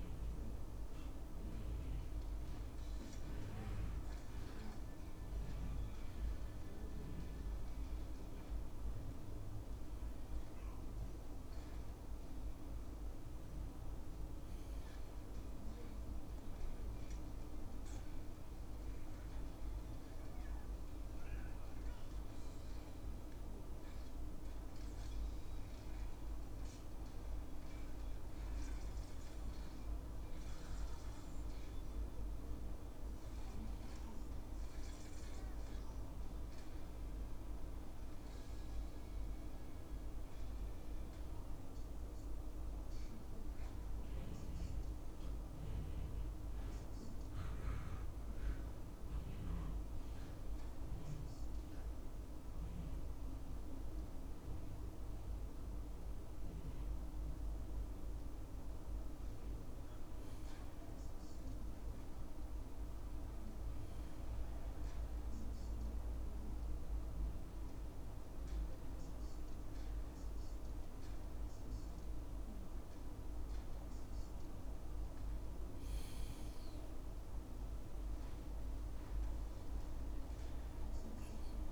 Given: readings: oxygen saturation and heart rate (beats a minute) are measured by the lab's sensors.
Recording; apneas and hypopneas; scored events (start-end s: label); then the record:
breathing in sleep, hard to hear, by a room microphone; 1
52.50-56.50 s: arousal
65.00-75.00 s: obstructive apnea (oxygen 97% before, 95% lowest, heart rate 70 before, 69 extreme, up 5 after)
76.50-79.50 s: arousal
From the record:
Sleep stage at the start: N2 (light sleep); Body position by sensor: on the back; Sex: male